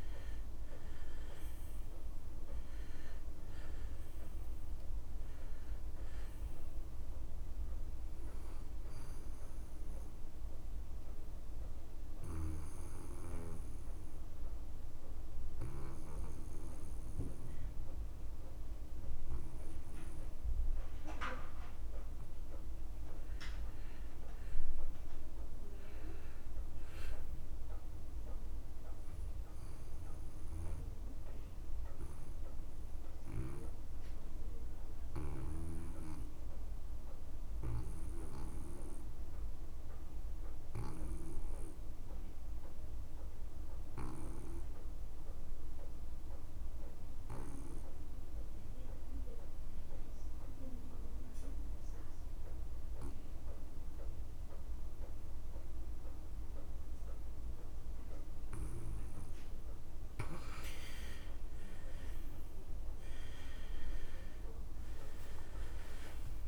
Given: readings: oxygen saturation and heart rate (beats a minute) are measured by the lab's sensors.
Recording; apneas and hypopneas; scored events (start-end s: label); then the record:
breathing in sleep by a room microphone; 2
0.00-25.00 s: oxygen desaturation (device-marked, oxygen 84% lowest)
11.00-21.00 s: obstructive apnea (oxygen 99% before, 82% lowest)
23.00-26.00 s: arousal
32.50-61.00 s: obstructive apnea (oxygen 98% before, 79% lowest)
41.00-49.00 s: oxygen desaturation (device-marked, oxygen 98% before, 94% lowest)
51.00-66.48 s: oxygen desaturation (device-marked, oxygen 96% before, 79% lowest)
63.00-66.48 s: arousal
From the record:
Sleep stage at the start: N2 (light sleep); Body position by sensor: on the back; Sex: male